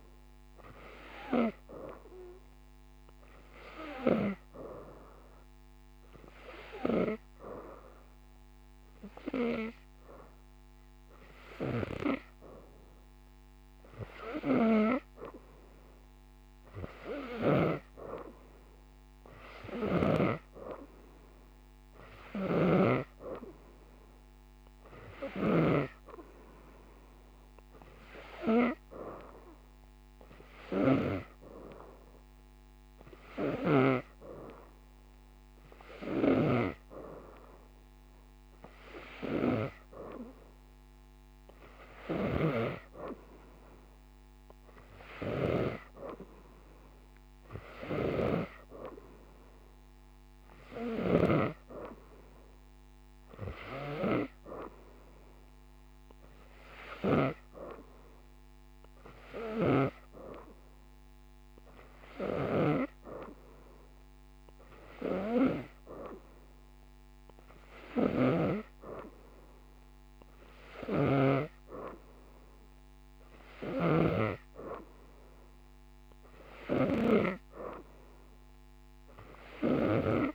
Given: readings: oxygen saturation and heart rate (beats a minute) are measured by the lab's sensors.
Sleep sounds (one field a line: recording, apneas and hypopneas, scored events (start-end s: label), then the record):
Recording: breathing in sleep by a microphone on the trachea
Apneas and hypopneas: none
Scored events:
22.00-25.50 s: snoring (device-marked)
36.00-42.50 s: snoring (device-marked)
70.50-74.00 s: snoring (device-marked)
From the record:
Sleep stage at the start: N2 (light sleep)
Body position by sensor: upright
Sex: female